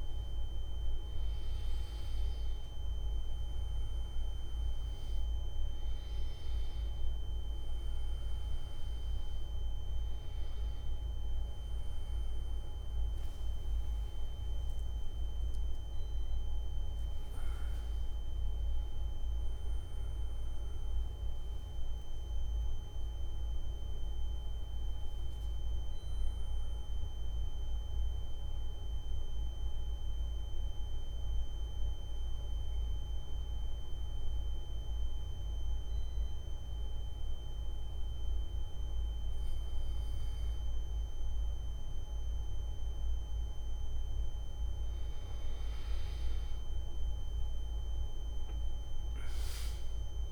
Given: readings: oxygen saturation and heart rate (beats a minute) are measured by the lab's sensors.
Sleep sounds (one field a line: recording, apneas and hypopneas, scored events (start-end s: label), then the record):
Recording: breathing in sleep, hard to hear, by a room microphone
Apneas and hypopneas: 1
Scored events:
13.50-27.50 s: oxygen desaturation (device-marked, oxygen 97% before, 92% lowest, heart rate 83 before, 59 extreme)
26.50-40.50 s: mixed apnea (oxygen 98% before, 92% lowest, heart rate 84 before, 59 extreme, up 11 after)
44.50-50.32 s: oxygen desaturation (device-marked, oxygen 98% before, 92% lowest, heart rate 76 before, 64 extreme)
From the record:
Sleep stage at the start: N1 (lightest sleep)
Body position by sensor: on the back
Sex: male